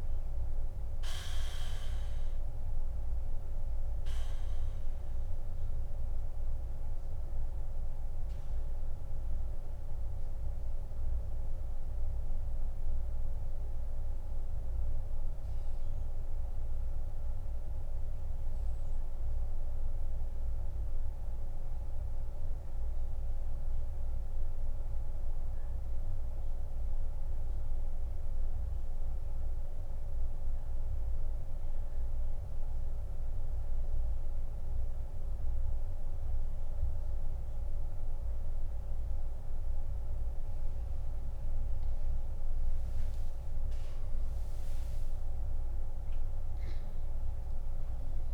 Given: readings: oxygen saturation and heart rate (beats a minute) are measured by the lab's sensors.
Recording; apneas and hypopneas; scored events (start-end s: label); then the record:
breathing in sleep, hard to hear, by a room microphone; 1
3.00-22.00 s: oxygen desaturation (device-marked, oxygen 95% before, 90% lowest, heart rate 84 before, 63 extreme)
6.00-40.50 s: central apnea (oxygen 98% before, 87% lowest, heart rate 84 before, 63 extreme, up 20 after)
43.00-47.50 s: arousal
From the record:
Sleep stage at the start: N2 (light sleep); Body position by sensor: on the back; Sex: male